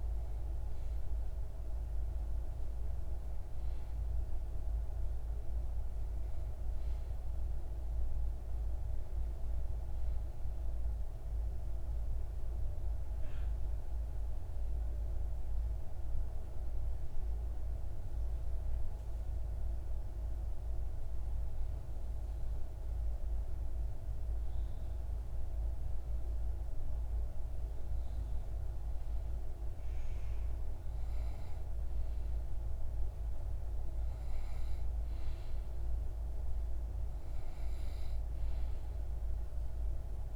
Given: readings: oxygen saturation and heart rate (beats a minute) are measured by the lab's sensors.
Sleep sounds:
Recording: breathing in sleep, hard to hear, by a room microphone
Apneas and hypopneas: none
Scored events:
none scored
From the record:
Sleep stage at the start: N2 (light sleep)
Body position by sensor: on the right side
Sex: male

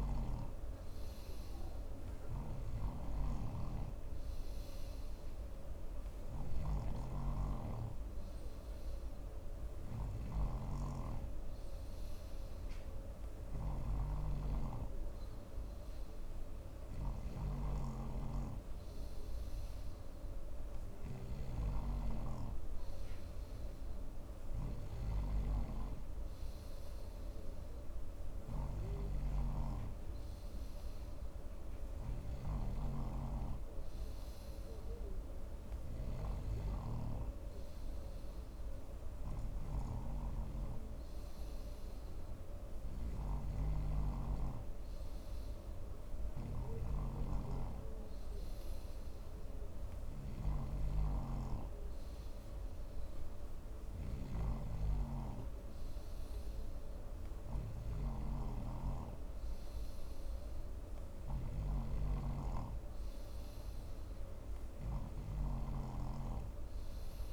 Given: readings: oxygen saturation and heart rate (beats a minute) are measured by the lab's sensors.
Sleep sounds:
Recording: breathing in sleep by a room microphone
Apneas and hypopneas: none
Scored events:
0.00-26.00 s: snoring (device-marked)
33.00-45.00 s: snoring (device-marked)
47.00-67.33 s: snoring (device-marked)
From the record:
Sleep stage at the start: N3 (deep sleep)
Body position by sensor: on the front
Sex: male

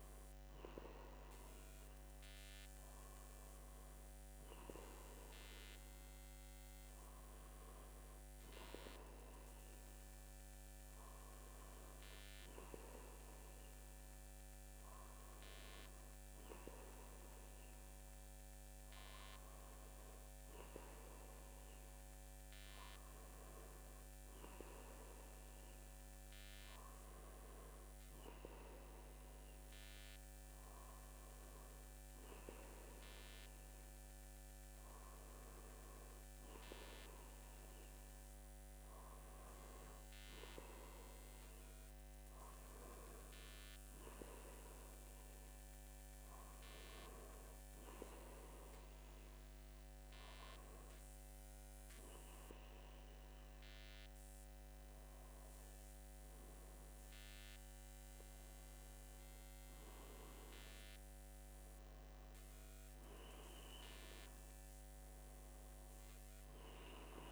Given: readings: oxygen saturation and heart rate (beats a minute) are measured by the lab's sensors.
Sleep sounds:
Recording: breathing in sleep by a microphone on the trachea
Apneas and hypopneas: none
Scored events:
56.00-59.50 s: arousal
From the record:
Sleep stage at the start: N2 (light sleep)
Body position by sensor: on the back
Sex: male

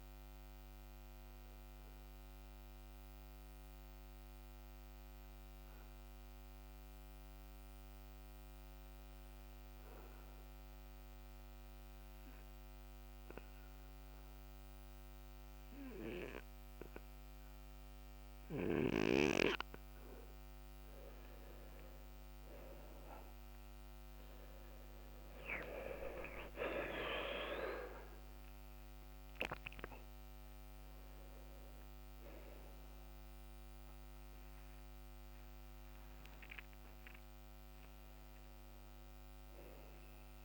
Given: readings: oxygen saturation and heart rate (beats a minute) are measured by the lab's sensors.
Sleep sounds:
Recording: breathing in sleep by a microphone on the trachea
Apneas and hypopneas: 1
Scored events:
1.50-20.00 s: obstructive apnea (oxygen 97% before, 92% lowest, heart rate 68 before, 61 extreme, up 11 after)
24.00-30.00 s: arousal
From the record:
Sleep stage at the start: N2 (light sleep)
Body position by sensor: on the back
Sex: male

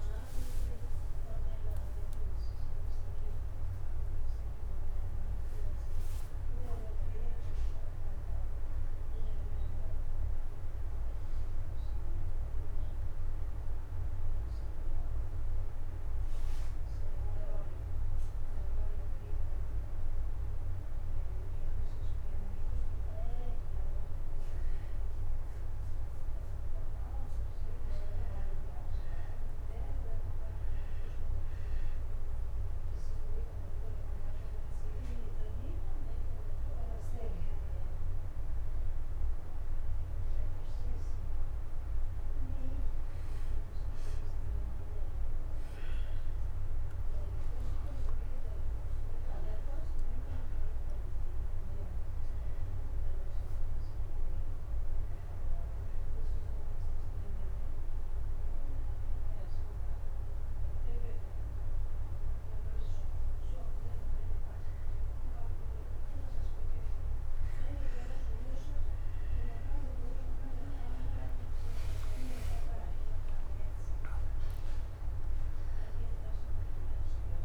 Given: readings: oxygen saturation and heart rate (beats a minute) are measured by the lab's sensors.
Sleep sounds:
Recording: breathing in sleep, hard to hear, by a room microphone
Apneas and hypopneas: 3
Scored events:
0.00-10.50 s: oxygen desaturation (device-marked, oxygen 90% lowest, heart rate 61 extreme)
14.50-24.50 s: hypopnea (oxygen 97% before, 90% lowest, heart rate 139 before, 139 extreme)
26.00-29.50 s: arousal
29.50-41.50 s: oxygen desaturation (device-marked, oxygen 97% before, 92% lowest, heart rate 144 before, 140 extreme)
34.00-44.50 s: hypopnea (oxygen 97% before, 90% lowest, heart rate 132 before, 139 extreme)
47.00-50.50 s: arousal
48.50-64.50 s: oxygen desaturation (device-marked, oxygen 95% before, 90% lowest, heart rate 175 before, 119 extreme)
56.00-67.00 s: mixed apnea (oxygen 96% before, 90% lowest, heart rate 184 before, 119 extreme, up 23 after)
70.50-74.50 s: arousal
70.50-77.45 s: oxygen desaturation (device-marked, oxygen 97% before, 90% lowest)
From the record:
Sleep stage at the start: N2 (light sleep)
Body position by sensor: on the back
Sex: male

